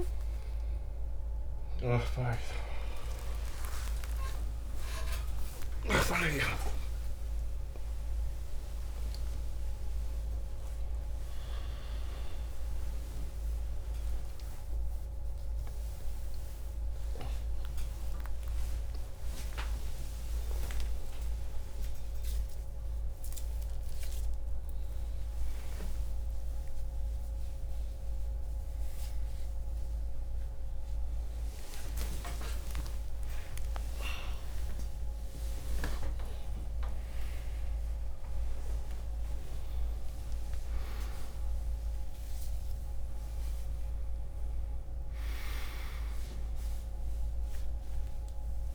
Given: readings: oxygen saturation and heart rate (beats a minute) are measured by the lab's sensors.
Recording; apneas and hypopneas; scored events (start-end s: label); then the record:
a person awake in a sleep study, by a room microphone; none
0.00-19.00 s: oxygen desaturation (device-marked, oxygen 90% lowest, heart rate 30 extreme)
From the record:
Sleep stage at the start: awake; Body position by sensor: on the back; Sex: male